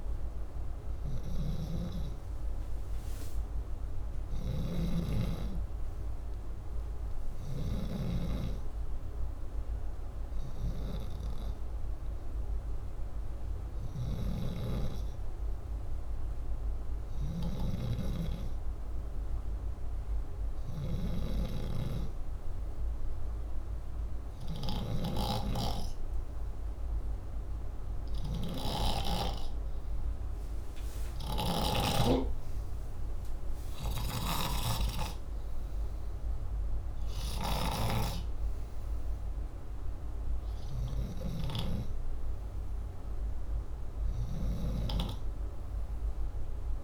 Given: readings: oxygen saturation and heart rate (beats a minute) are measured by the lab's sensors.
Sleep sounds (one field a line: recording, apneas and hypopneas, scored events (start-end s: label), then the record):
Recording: breathing in sleep by a room microphone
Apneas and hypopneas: none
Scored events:
0.00-7.50 s: snoring (device-marked)
16.50-28.50 s: snoring (device-marked)
29.00-40.00 s: oxygen desaturation (device-marked, oxygen 95% before, 91% lowest, heart rate 65 before, 63 extreme)
37.00-46.84 s: snoring (device-marked)
From the record:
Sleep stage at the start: N2 (light sleep)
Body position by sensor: upright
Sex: male